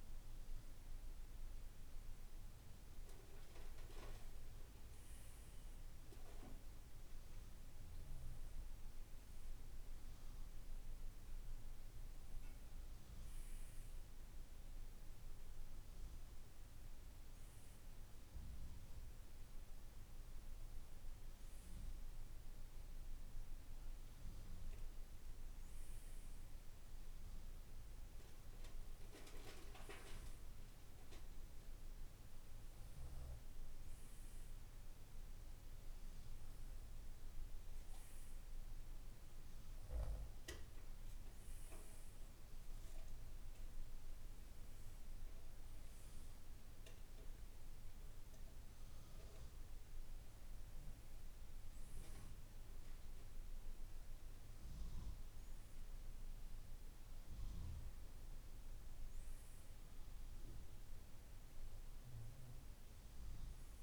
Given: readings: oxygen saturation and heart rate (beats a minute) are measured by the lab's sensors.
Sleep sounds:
breathing in sleep, hard to hear, by a room microphone; none
none scored
From the record:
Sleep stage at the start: N2 (light sleep); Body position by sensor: on the right side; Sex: male

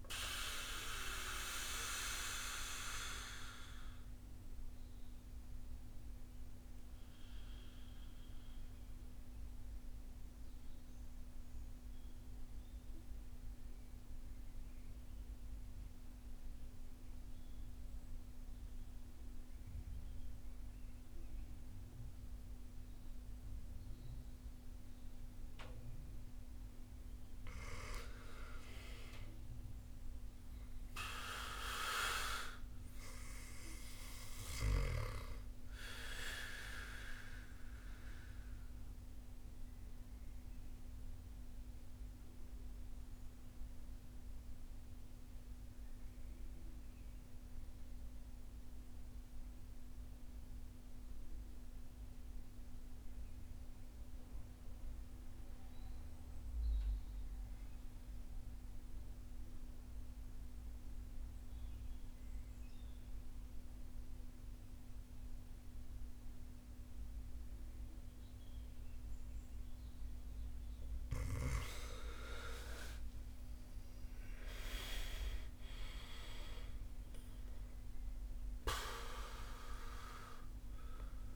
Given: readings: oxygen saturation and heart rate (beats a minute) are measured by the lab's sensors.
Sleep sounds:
breathing in sleep by a room microphone; 2
0.00-20.00 s: oxygen desaturation (device-marked, oxygen 87% lowest, heart rate 49 extreme)
1.50-25.00 s: mixed apnea (oxygen 98% before, 86% lowest, heart rate 58 before, 48 extreme, up 10 after)
27.00-31.50 s: arousal
37.50-70.00 s: mixed apnea (oxygen 98% before, 80% lowest, heart rate 56 before, 47 extreme, up 21 after)
38.00-57.00 s: oxygen desaturation (device-marked, oxygen 96% before, 88% lowest, heart rate 56 before, 48 extreme)
71.00-75.50 s: arousal
72.00-81.36 s: oxygen desaturation (device-marked, oxygen 98% before, 80% lowest, heart rate 54 before, 47 extreme)
From the record:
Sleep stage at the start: N2 (light sleep); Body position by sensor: on the right side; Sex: male

